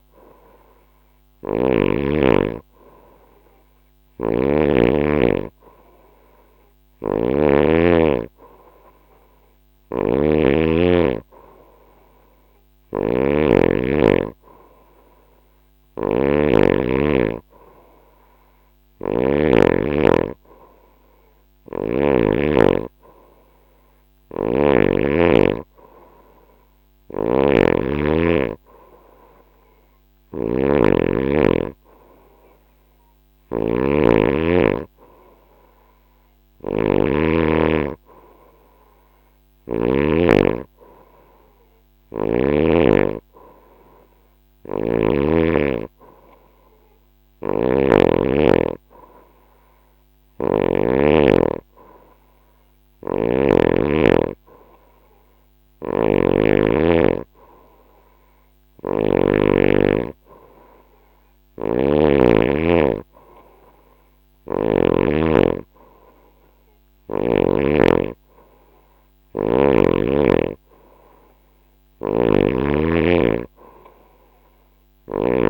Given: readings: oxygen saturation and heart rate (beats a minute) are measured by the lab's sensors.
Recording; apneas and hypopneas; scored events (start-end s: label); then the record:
breathing in sleep by a microphone on the trachea; none
3.00-21.50 s: snoring (device-marked)
23.50-39.50 s: snoring (device-marked)
46.50-50.00 s: snoring (device-marked)
52.00-61.50 s: snoring (device-marked)
71.00-75.50 s: snoring (device-marked)
From the record:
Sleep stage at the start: N2 (light sleep); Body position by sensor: on the right side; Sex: female